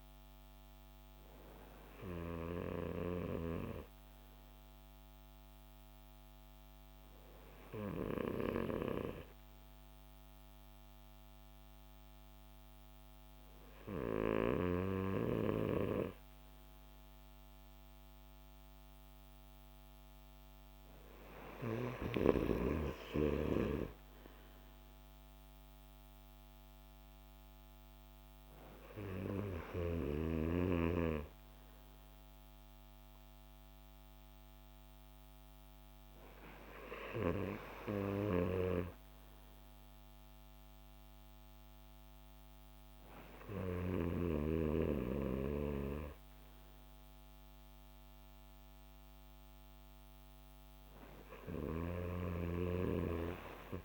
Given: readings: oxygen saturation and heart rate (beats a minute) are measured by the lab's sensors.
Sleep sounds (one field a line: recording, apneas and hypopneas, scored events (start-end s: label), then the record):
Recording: breathing in sleep by a microphone on the trachea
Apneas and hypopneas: none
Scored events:
none scored
From the record:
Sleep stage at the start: N2 (light sleep)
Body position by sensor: on the back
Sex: male